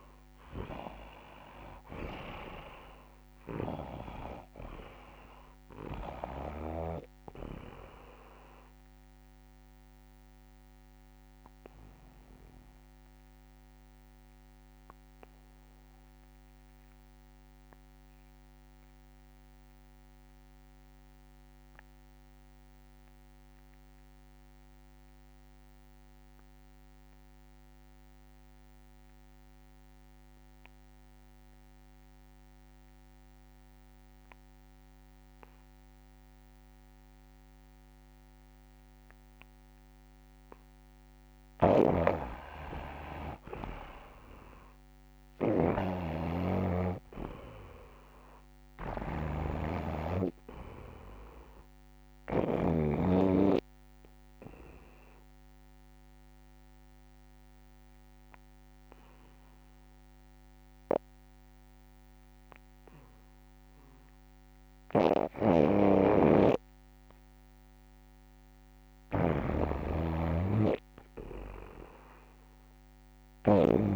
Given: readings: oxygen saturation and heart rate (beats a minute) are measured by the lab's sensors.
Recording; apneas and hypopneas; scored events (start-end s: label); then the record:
breathing in sleep by a microphone on the trachea; 2
0.00-4.00 s: snoring (device-marked)
0.00-19.50 s: oxygen desaturation (device-marked, oxygen 79% lowest, heart rate 57 extreme)
1.50-3.50 s: long interval between heartbeats (device-marked, heart rate 68 before, 69 extreme)
10.00-40.50 s: obstructive apnea (oxygen 97% before, 79% lowest, heart rate 67 before, 59 extreme, up 4 after)
37.50-67.50 s: oxygen desaturation (device-marked, oxygen 98% before, 81% lowest, heart rate 68 before, 59 extreme)
41.50-52.50 s: snoring (device-marked)
42.00-44.00 s: long interval between heartbeats (device-marked, heart rate 67 before, 69 extreme)
42.50-46.00 s: arousal
55.50-69.00 s: obstructive apnea (oxygen 98% before, 81% lowest, heart rate 67 before, 66 extreme)
65.00-73.96 s: snoring (device-marked)
72.50-73.96 s: arousal
From the record:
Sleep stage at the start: N2 (light sleep); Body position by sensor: on the back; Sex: male